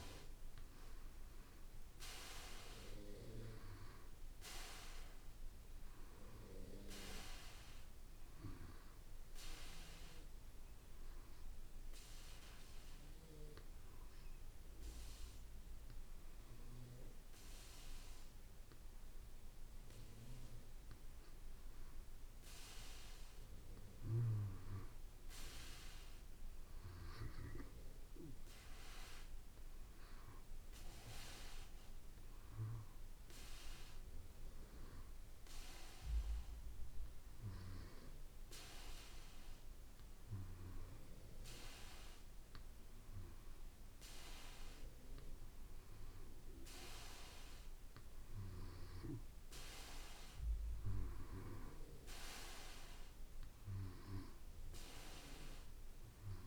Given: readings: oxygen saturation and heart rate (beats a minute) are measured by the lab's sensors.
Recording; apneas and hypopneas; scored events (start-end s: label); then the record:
breathing in sleep by a room microphone; 1
1.00-3.00 s: long interval between heartbeats (device-marked, heart rate 56 before, 66 extreme)
11.50-23.00 s: hypopnea (oxygen 95% before, 93% lowest, heart rate 70 before, 53 extreme, up 5 after)
25.50-29.00 s: arousal
From the record:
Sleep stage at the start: N2 (light sleep); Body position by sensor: on the back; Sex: male